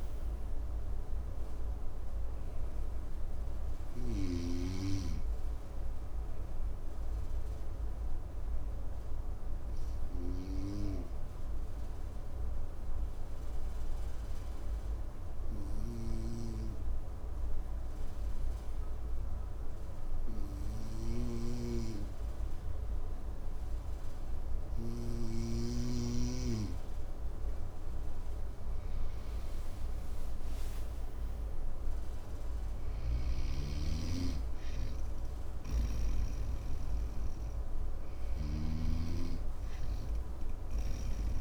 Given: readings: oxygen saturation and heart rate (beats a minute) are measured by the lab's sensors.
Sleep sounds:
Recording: breathing in sleep by a room microphone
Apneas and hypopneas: 1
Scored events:
5.50-26.00 s: obstructive apnea (oxygen 95% before, 94% lowest, heart rate 63 before, 53 extreme, up 7 after)
20.50-24.50 s: snoring (device-marked)
28.00-32.00 s: arousal
32.00-35.50 s: snoring (device-marked)
40.00-41.41 s: snoring (device-marked)
From the record:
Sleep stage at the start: N2 (light sleep)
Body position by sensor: on the right side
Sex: male

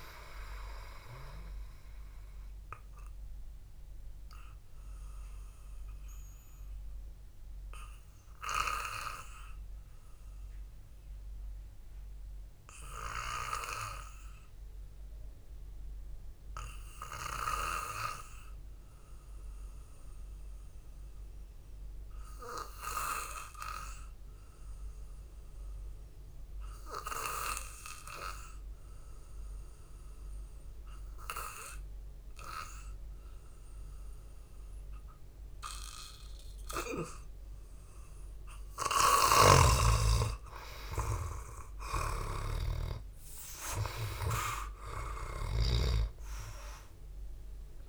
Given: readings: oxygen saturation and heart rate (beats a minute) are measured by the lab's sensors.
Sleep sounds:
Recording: breathing in sleep by a room microphone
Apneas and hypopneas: 1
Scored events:
2.00-39.00 s: hypopnea (oxygen 98% before, 93% lowest, heart rate 56 before, 53 extreme, up 5 after)
39.50-46.00 s: snoring (device-marked)
40.50-43.50 s: arousal
From the record:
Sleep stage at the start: N2 (light sleep)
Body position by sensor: on the back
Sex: male

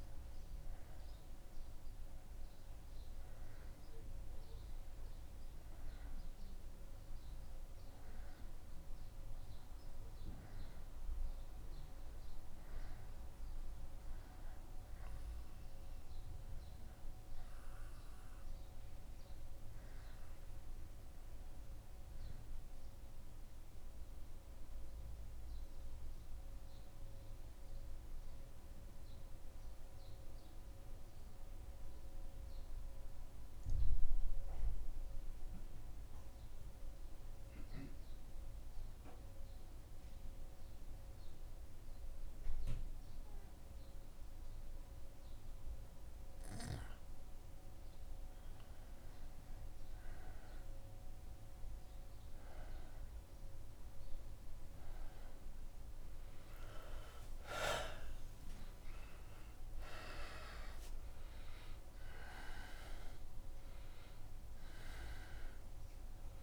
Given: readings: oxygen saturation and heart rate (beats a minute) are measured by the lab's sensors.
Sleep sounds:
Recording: breathing in sleep by a room microphone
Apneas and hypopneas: 1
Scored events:
23.00-46.50 s: obstructive apnea (oxygen 98% before, 92% lowest, heart rate 76 before, 74 extreme, up 3 after)
42.50-66.43 s: new sleep stage, N1 (lightest sleep)
47.50-66.43 s: oxygen desaturation (device-marked, oxygen 97% before, 94% lowest, heart rate 75 before, 73 extreme)
54.50-59.50 s: arousal
From the record:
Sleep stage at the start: N2 (light sleep)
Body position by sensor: on the back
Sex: male

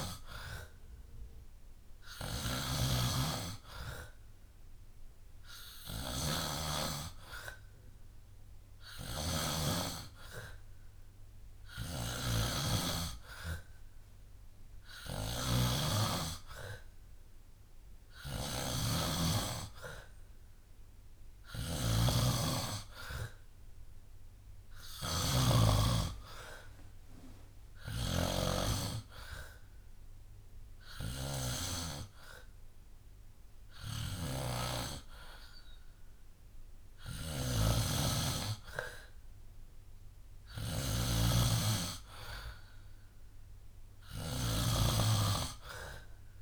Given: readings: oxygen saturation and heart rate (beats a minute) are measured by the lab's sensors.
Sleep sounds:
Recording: breathing in sleep by a room microphone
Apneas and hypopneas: none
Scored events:
0.00-28.00 s: snoring (device-marked)
25.00-36.00 s: drop in pulse transit time (device-marked, heart rate 68 before, 67 extreme)
37.00-46.41 s: snoring (device-marked)
From the record:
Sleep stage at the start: N2 (light sleep)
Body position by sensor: on the back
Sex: male

